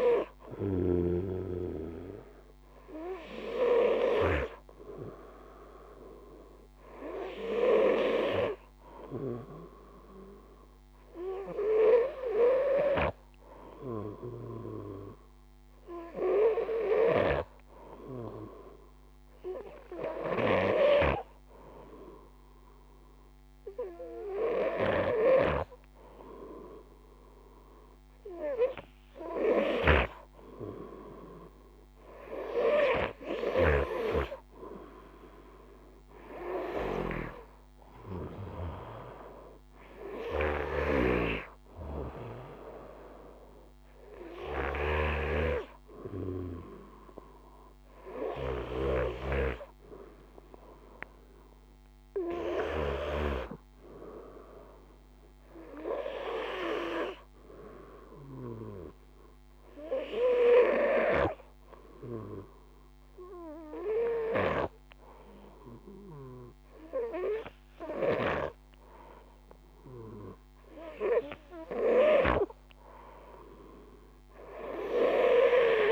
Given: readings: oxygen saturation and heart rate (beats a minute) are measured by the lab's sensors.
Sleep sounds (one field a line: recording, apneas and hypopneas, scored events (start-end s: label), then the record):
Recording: breathing in sleep by a microphone on the trachea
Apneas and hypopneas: 2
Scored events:
0.00-20.00 s: oxygen desaturation (device-marked, oxygen 93% lowest, heart rate 51 extreme)
13.00-28.50 s: hypopnea (oxygen 98% before, 93% lowest, heart rate 53 before, 51 extreme, up 2 after)
19.50-52.00 s: snoring (device-marked)
31.00-35.00 s: arousal
59.50-71.00 s: hypopnea (oxygen 97% before, 93% lowest, heart rate 55 before, 50 extreme)
73.50-75.92 s: arousal
From the record:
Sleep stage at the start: N2 (light sleep)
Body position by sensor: on the back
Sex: male